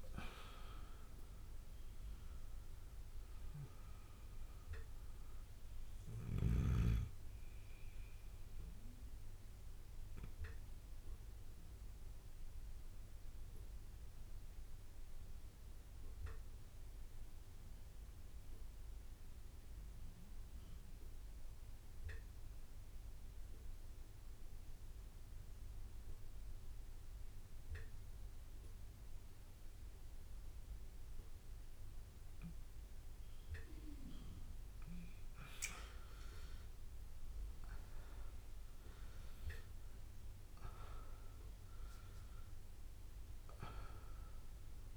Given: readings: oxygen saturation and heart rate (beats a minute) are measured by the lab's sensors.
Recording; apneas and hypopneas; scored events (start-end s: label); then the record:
breathing in sleep by a room microphone; 1
0.00-19.50 s: oxygen desaturation (device-marked, oxygen 90% lowest)
9.00-33.50 s: mixed apnea (oxygen 99% before, 90% lowest)
37.00-41.00 s: arousal
37.50-44.97 s: oxygen desaturation (device-marked, oxygen 99% before, 91% lowest)
40.50-42.50 s: long interval between heartbeats (device-marked)
From the record:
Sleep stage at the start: N2 (light sleep); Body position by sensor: on the back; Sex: male